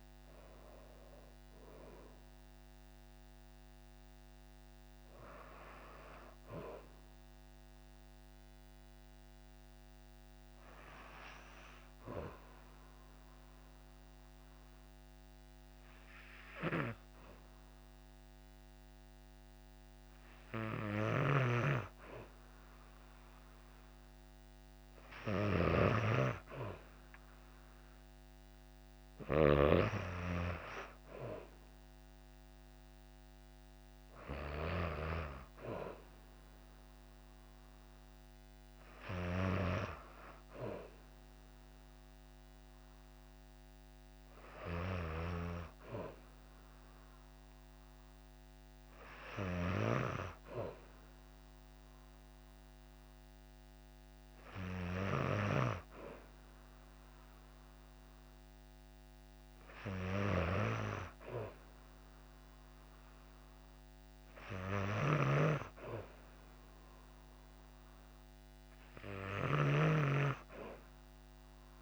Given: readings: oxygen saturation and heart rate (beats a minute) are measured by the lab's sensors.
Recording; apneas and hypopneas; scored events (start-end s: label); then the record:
breathing in sleep by a microphone on the trachea; 1
8.00-22.50 s: hypopnea (oxygen 97% before, 94% lowest, heart rate 60 before, 54 extreme, up 5 after)
20.00-29.00 s: snoring (device-marked)
26.00-30.00 s: arousal
64.00-69.00 s: snoring (device-marked)
From the record:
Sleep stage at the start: N2 (light sleep); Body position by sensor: on the back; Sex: female